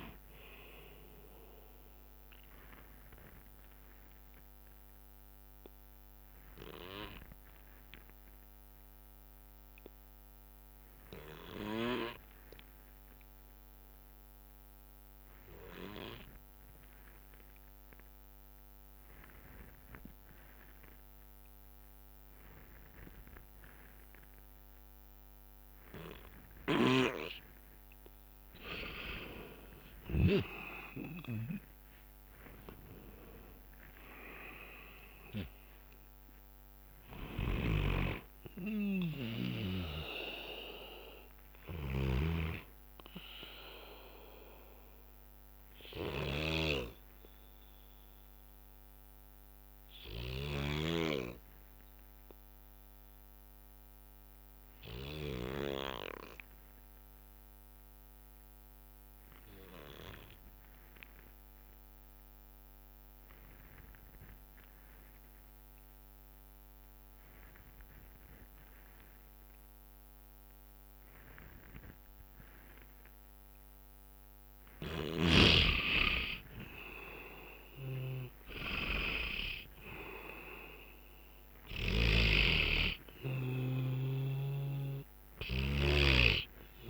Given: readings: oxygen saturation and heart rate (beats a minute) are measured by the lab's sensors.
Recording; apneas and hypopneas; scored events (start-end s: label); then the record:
breathing in sleep by a microphone on the trachea; 2
0.00-6.00 s: drop in pulse transit time (device-marked, heart rate 68 extreme)
0.00-13.00 s: oxygen desaturation (device-marked, oxygen 88% lowest, heart rate 58 extreme)
5.00-27.50 s: obstructive apnea (oxygen 98% before, 86% lowest, heart rate 69 before, 58 extreme, up 12 after)
6.00-9.00 s: bradycardia (device-marked, heart rate 64 before, 61 extreme)
10.00-14.00 s: bradycardia (device-marked, heart rate 64 before, 58 extreme)
22.00-51.00 s: oxygen desaturation (device-marked, oxygen 99% before, 86% lowest, heart rate 63 before, 58 extreme)
27.00-30.50 s: snoring (device-marked)
30.00-43.00 s: drop in pulse transit time (device-marked, heart rate 61 before, 66 extreme)
31.00-37.00 s: arousal
37.50-55.50 s: snoring (device-marked)
42.00-44.00 s: bradycardia (device-marked, heart rate 64 before, 64 extreme)
44.00-74.50 s: obstructive apnea (oxygen 99% before, 86% lowest, heart rate 68 before, 58 extreme, up 11 after)
46.00-48.00 s: bradycardia (device-marked, heart rate 64 before, 59 extreme)
55.00-57.00 s: bradycardia (device-marked, heart rate 64 before, 59 extreme)
71.00-73.00 s: bradycardia (device-marked, heart rate 64 before, 62 extreme)
71.00-86.90 s: oxygen desaturation (device-marked, oxygen 99% before, 87% lowest, heart rate 62 before, 60 extreme)
75.00-82.50 s: snoring (device-marked)
76.00-86.90 s: drop in pulse transit time (device-marked, heart rate 62 before, 60 extreme)
77.50-81.50 s: arousal
From the record:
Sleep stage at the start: N2 (light sleep); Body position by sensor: on the back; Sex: male